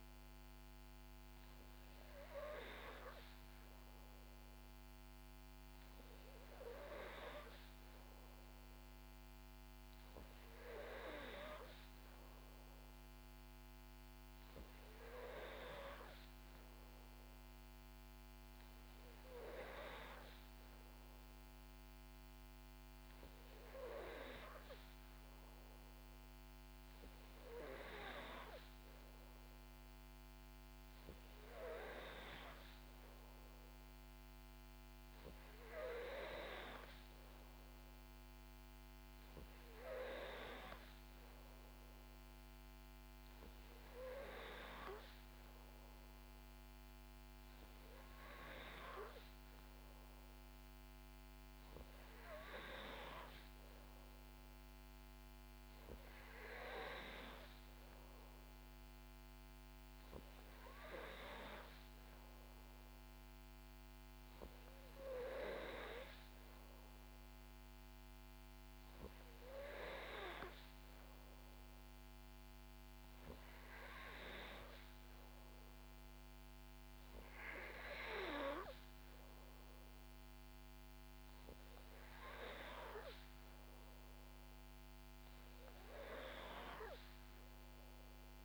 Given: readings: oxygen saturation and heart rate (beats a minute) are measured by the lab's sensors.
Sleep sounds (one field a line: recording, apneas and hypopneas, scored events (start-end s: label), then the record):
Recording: breathing in sleep by a microphone on the trachea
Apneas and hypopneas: none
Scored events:
26.50-88.45 s: new sleep stage, N3 (deep sleep)
From the record:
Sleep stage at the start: N2 (light sleep)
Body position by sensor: on the back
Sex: female